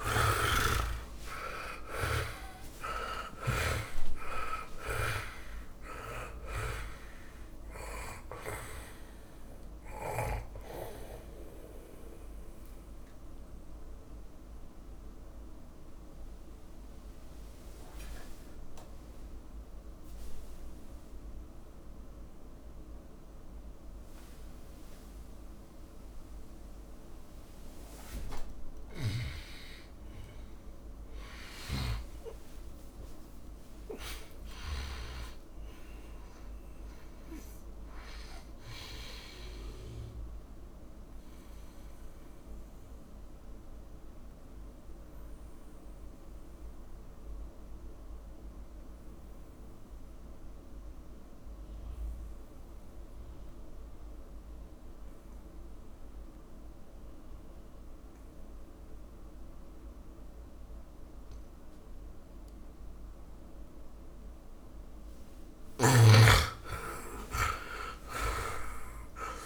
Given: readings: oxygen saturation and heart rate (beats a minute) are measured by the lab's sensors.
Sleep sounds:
breathing in sleep by a room microphone; 2
0.00-2.50 s: snoring (device-marked)
0.00-3.50 s: arousal
0.00-28.50 s: oxygen desaturation (device-marked, oxygen 77% lowest, heart rate 59 extreme)
0.50-7.50 s: tachycardia (device-marked, heart rate 63 before, 125 extreme)
12.50-28.00 s: mixed apnea (oxygen 100% before, 77% lowest, heart rate 83 before, 59 extreme, up 12 after)
30.00-34.50 s: arousal
42.00-63.50 s: mixed apnea (oxygen 100% before, 77% lowest, heart rate 68 before, 49 extreme, up 41 after)
43.50-55.50 s: oxygen desaturation (device-marked, oxygen 100% before, 87% lowest, heart rate 69 before, 49 extreme)
65.50-69.46 s: oxygen desaturation (device-marked, oxygen 99% before, 77% lowest, heart rate 55 before, 46 extreme)
From the record:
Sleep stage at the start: N2 (light sleep); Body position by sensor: on the back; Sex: male

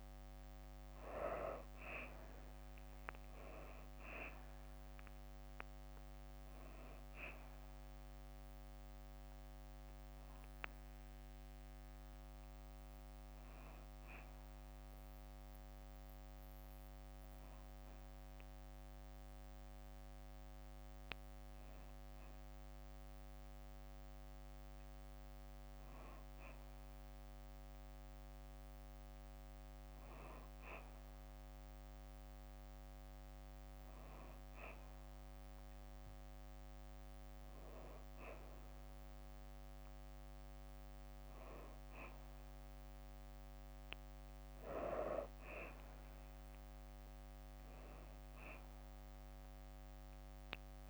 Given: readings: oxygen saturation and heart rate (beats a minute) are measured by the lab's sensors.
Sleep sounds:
breathing in sleep by a microphone on the trachea; none
3.50-16.50 s: drop in pulse transit time (device-marked, heart rate 66 before, 66 extreme)
45.50-50.90 s: drop in pulse transit time (device-marked, heart rate 66 before, 66 extreme)
From the record:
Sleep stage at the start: N2 (light sleep); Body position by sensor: on the back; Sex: female

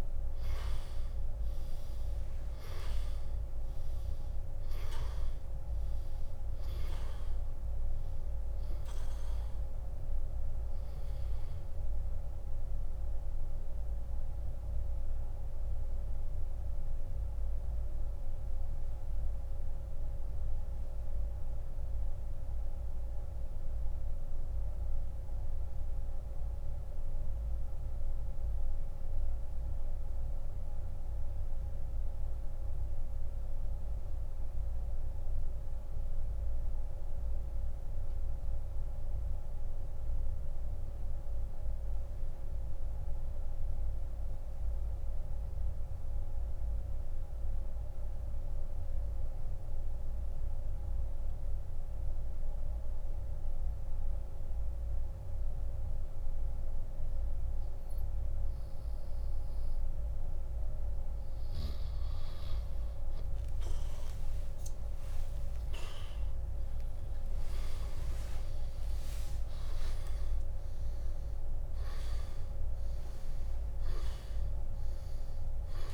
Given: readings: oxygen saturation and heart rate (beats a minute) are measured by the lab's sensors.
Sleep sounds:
breathing in sleep, hard to hear, by a room microphone; 1
0.00-30.50 s: oxygen desaturation (device-marked, oxygen 89% lowest, heart rate 51 extreme)
15.50-59.00 s: mixed apnea (oxygen 97% before, 81% lowest, heart rate 72 before, 65 extreme, up 9 after)
32.50-49.50 s: oxygen desaturation (device-marked, oxygen 90% before, 81% lowest, heart rate 79 before, 68 extreme)
64.50-69.00 s: arousal
From the record:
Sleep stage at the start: N2 (light sleep); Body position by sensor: on the back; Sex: male

